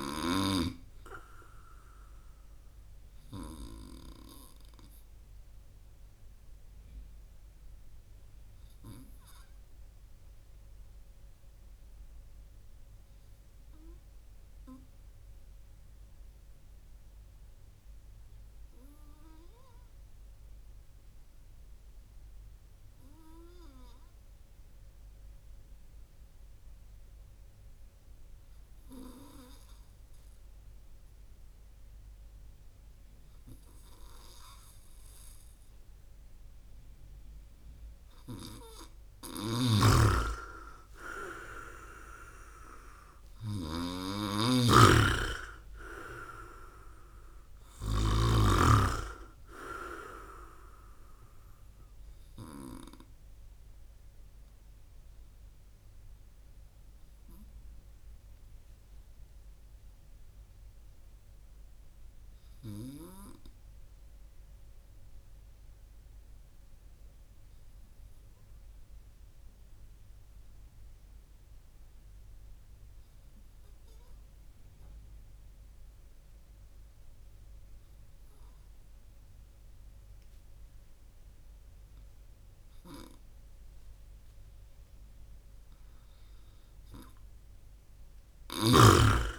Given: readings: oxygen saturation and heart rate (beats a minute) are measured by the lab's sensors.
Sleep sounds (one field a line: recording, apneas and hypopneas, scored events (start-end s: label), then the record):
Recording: breathing in sleep by a room microphone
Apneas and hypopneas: 2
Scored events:
2.50-37.50 s: obstructive apnea (oxygen 99% before, 94% lowest)
12.00-25.00 s: oxygen desaturation (device-marked, oxygen 98% before, 94% lowest)
39.00-48.00 s: snoring (device-marked)
40.00-44.00 s: arousal
53.00-85.00 s: obstructive apnea (oxygen 100% before, 95% lowest)
88.00-89.39 s: snoring (device-marked)
From the record:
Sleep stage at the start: N2 (light sleep)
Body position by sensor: on the right side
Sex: male